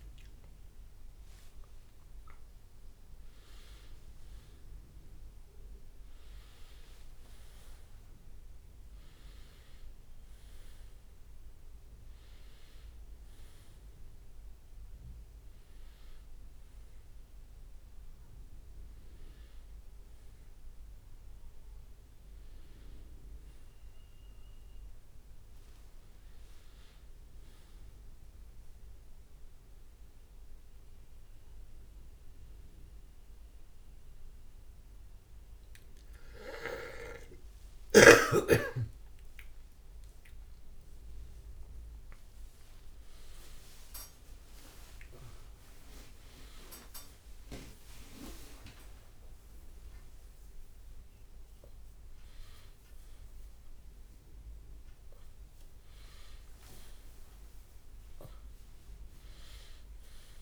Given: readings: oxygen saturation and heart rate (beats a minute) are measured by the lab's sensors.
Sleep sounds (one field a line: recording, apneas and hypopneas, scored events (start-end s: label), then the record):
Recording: a person awake in a sleep study, by a room microphone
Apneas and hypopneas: none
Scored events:
43.00-52.00 s: leg movement (device-marked)
From the record:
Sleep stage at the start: awake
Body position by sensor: on the back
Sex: male